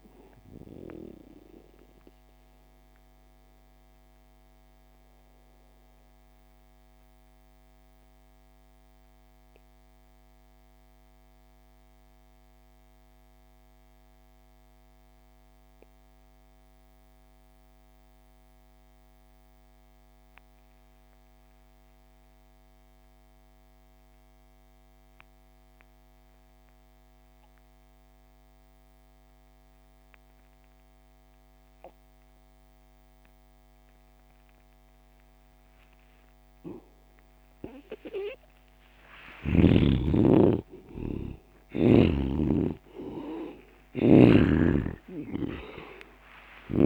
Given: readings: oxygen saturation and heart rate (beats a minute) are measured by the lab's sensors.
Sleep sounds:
breathing in sleep by a microphone on the trachea; 1
0.00-15.00 s: oxygen desaturation (device-marked, oxygen 71% lowest)
1.00-38.50 s: mixed apnea (oxygen 97% before, 71% lowest)
29.00-46.86 s: oxygen desaturation (device-marked, oxygen 98% before, 75% lowest)
39.00-45.50 s: arousal
From the record:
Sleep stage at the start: N2 (light sleep); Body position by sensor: on the back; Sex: male

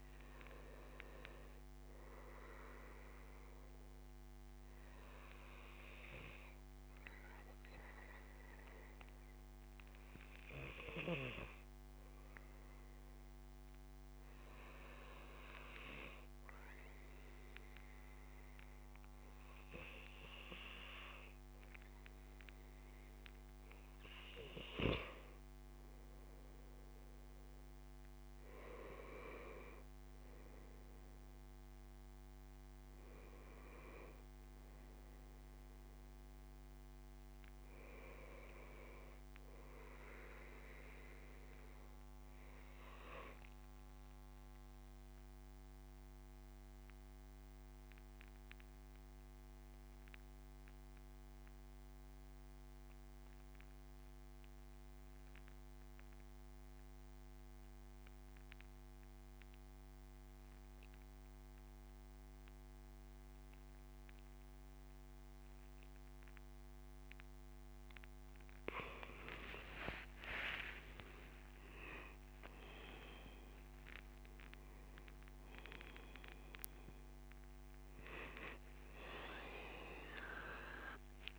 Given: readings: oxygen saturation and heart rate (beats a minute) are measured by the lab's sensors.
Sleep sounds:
breathing in sleep by a microphone on the trachea; 2
4.00-21.50 s: obstructive apnea (oxygen 97% before, 91% lowest, heart rate 78 before, 73 extreme, up 3 after)
23.50-27.00 s: arousal
44.50-67.50 s: obstructive apnea (oxygen 97% before, 91% lowest, heart rate 76 before, 69 extreme, up 15 after)
62.00-81.39 s: oxygen desaturation (device-marked, oxygen 97% before, 91% lowest, heart rate 77 before, 68 extreme)
70.00-74.50 s: arousal
From the record:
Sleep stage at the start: N2 (light sleep); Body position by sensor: on the back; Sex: male

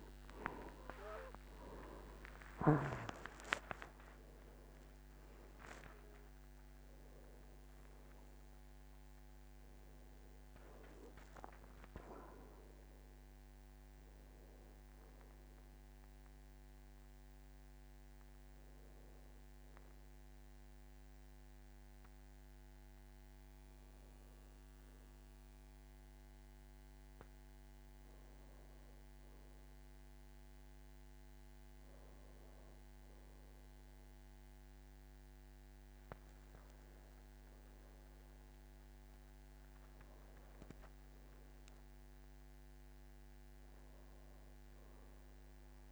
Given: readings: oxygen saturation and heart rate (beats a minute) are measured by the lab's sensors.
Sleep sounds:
a person awake in a sleep study, by a microphone on the trachea; none
0.00-6.50 s: tachycardia (device-marked, heart rate 184 extreme)
0.00-24.50 s: oxygen desaturation (device-marked, oxygen 89% lowest, heart rate 53 extreme)
2.00-4.00 s: long interval between heartbeats (device-marked, heart rate 73 before, 176 extreme)
4.00-6.00 s: long interval between heartbeats (device-marked, heart rate 86 before, 148 extreme)
9.50-45.92 s: new sleep stage, awake
From the record:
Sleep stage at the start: N2 (light sleep); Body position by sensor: on the back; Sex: male

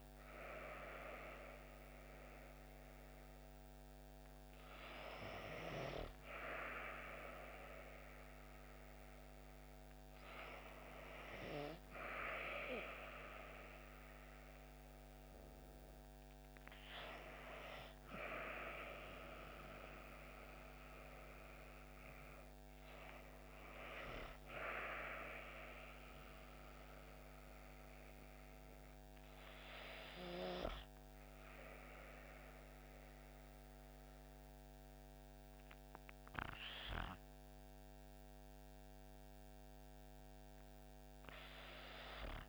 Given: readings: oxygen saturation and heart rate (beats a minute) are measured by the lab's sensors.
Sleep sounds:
breathing in sleep by a microphone on the trachea; none
0.00-5.50 s: oxygen desaturation (device-marked, oxygen 89% lowest)
8.00-12.50 s: arousal
40.00-42.49 s: arousal
From the record:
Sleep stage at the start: REM sleep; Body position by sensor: on the back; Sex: female

